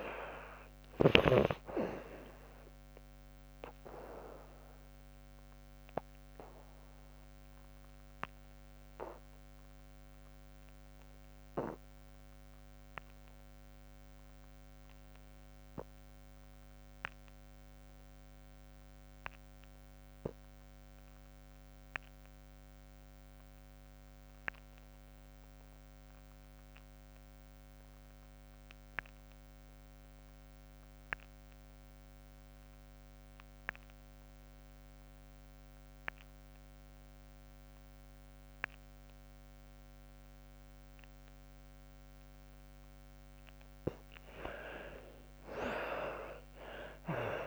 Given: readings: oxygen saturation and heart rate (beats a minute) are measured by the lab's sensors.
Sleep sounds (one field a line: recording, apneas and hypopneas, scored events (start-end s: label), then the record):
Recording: breathing in sleep by a microphone on the trachea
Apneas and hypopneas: 1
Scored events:
0.00-11.50 s: oxygen desaturation (device-marked, oxygen 73% lowest, heart rate 62 extreme)
4.00-42.50 s: obstructive apnea (oxygen 93% before, 47% lowest, heart rate 94 before, 62 extreme, up 58 after)
13.50-47.47 s: oxygen desaturation (device-marked, oxygen 86% before, 47% lowest, heart rate 91 before, 63 extreme)
44.50-47.47 s: arousal
From the record:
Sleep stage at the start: REM sleep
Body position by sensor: on the back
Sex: female